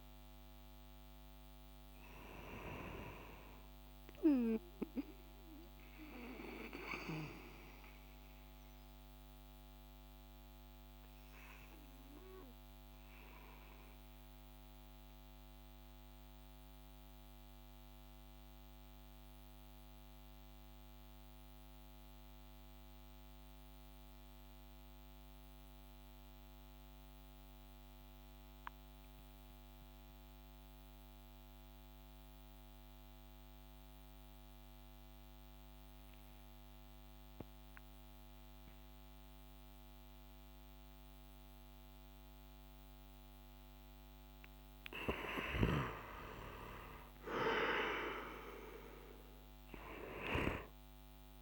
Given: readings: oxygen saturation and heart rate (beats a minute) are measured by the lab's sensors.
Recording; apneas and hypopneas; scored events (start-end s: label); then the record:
breathing in sleep by a microphone on the trachea; 1
0.00-3.50 s: oxygen desaturation (device-marked, oxygen 93% lowest)
9.00-44.00 s: mixed apnea (oxygen 97% before, 91% lowest)
46.50-51.42 s: arousal
From the record:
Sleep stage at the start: N2 (light sleep); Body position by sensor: on the back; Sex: male